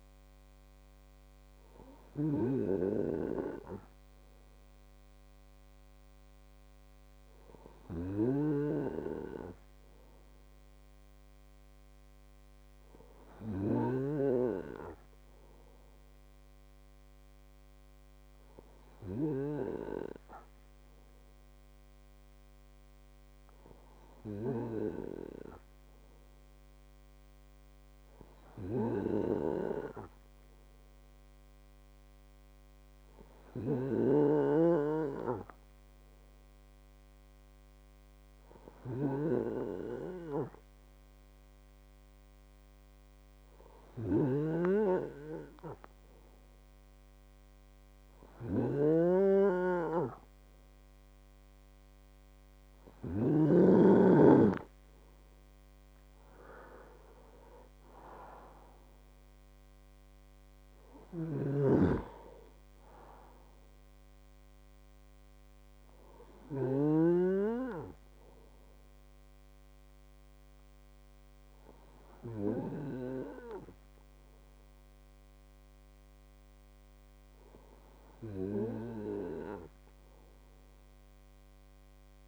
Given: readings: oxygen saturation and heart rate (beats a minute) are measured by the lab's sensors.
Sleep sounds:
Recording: breathing in sleep by a microphone on the trachea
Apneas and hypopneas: 1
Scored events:
0.00-3.00 s: snoring (device-marked)
19.00-50.00 s: hypopnea (oxygen 97% before, 95% lowest, heart rate 55 before, 50 extreme, up 23 after)
34.50-54.00 s: snoring (device-marked)
51.50-54.50 s: arousal
61.50-67.50 s: snoring (device-marked)
From the record:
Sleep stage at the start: N2 (light sleep)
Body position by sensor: on the right side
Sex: male

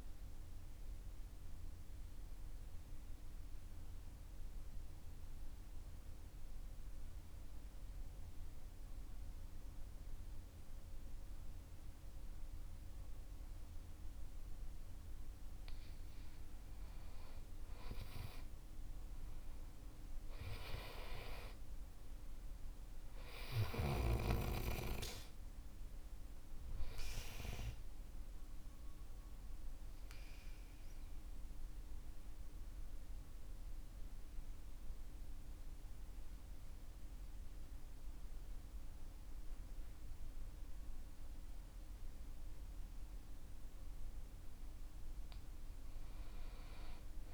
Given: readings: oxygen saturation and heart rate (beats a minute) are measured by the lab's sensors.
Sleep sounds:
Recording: breathing in sleep by a room microphone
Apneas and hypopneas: 2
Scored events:
2.00-14.50 s: central apnea (oxygen 97% before, 93% lowest, heart rate 58 before, 47 extreme, up 15 after)
17.00-22.00 s: arousal
17.00-23.00 s: oxygen desaturation (device-marked, oxygen 97% before, 94% lowest, heart rate 52 before, 48 extreme)
30.50-43.00 s: central apnea (oxygen 98% before, 93% lowest, heart rate 54 before, 46 extreme, up 15 after)
44.00-47.34 s: oxygen desaturation (device-marked, oxygen 96% before, 93% lowest, heart rate 50 before, 46 extreme)
From the record:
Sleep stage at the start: N2 (light sleep)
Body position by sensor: on the back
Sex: male

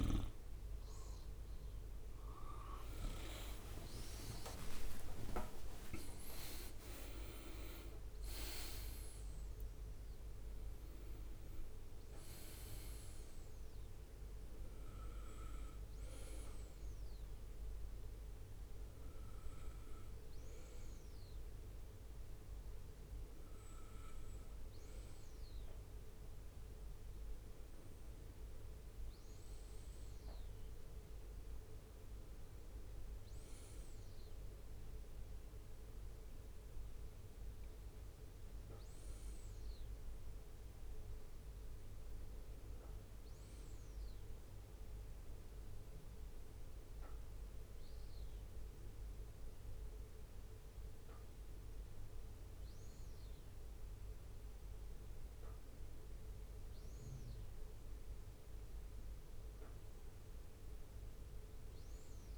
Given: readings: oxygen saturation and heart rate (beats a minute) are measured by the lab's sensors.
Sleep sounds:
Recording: breathing in sleep by a room microphone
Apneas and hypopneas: none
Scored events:
0.00-15.50 s: oxygen desaturation (device-marked, oxygen 90% lowest, heart rate 61 extreme)
1.50-6.50 s: arousal
From the record:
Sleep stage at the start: N2 (light sleep)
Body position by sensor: on the right side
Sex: male

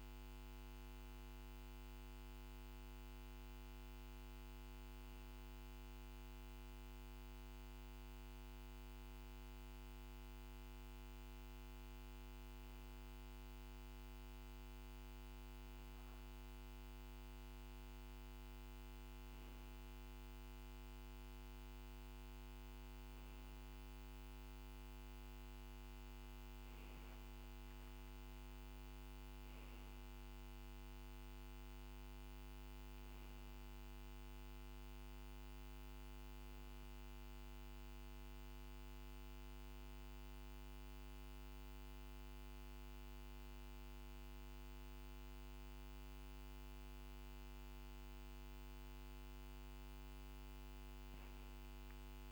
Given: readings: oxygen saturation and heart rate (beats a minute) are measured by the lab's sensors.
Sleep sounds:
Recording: breathing in sleep, hard to hear, by a microphone on the trachea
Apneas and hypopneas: none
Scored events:
none scored
From the record:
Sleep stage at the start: N2 (light sleep)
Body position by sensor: on the back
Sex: male

